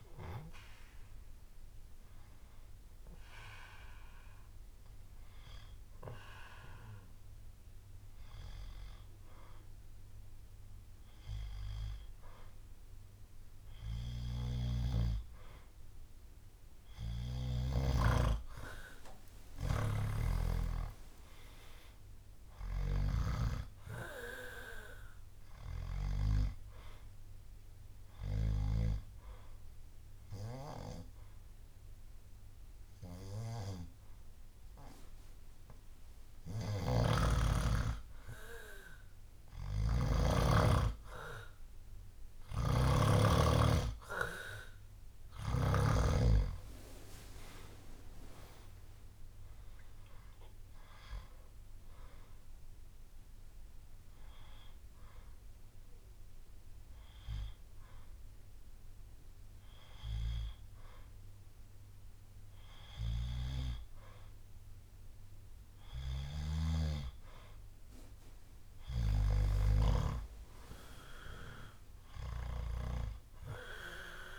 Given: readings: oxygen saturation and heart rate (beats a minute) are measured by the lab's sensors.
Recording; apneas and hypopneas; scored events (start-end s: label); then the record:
breathing in sleep by a room microphone; 3
0.00-5.00 s: drop in pulse transit time (device-marked, heart rate 65 extreme)
2.50-15.00 s: hypopnea (oxygen 96% before, 93% lowest, heart rate 68 before, 59 extreme, up 4 after)
16.50-20.50 s: arousal
17.00-23.00 s: snoring (device-marked)
18.00-27.00 s: drop in pulse transit time (device-marked, heart rate 67 before, 63 extreme)
20.00-22.00 s: long interval between heartbeats (device-marked, heart rate 66 before, 68 extreme)
23.00-47.00 s: oxygen desaturation (device-marked, oxygen 96% before, 93% lowest, heart rate 66 before, 59 extreme)
27.00-31.00 s: bradycardia (device-marked, heart rate 71 before, 59 extreme)
29.50-42.50 s: hypopnea (oxygen 96% before, 93% lowest, heart rate 67 before, 60 extreme, up 12 after)
36.50-40.00 s: snoring (device-marked)
42.00-45.50 s: snoring (device-marked)
46.50-50.50 s: arousal
54.00-64.50 s: hypopnea (oxygen 96% before, 93% lowest, heart rate 67 before, 60 extreme, up 11 after)
54.00-69.00 s: oxygen desaturation (device-marked, oxygen 96% before, 93% lowest, heart rate 67 before, 60 extreme)
66.00-70.00 s: snoring (device-marked)
67.00-70.50 s: arousal
72.00-74.39 s: drop in pulse transit time (device-marked, heart rate 65 before, 60 extreme)
From the record:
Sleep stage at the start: N2 (light sleep); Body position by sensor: on the back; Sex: male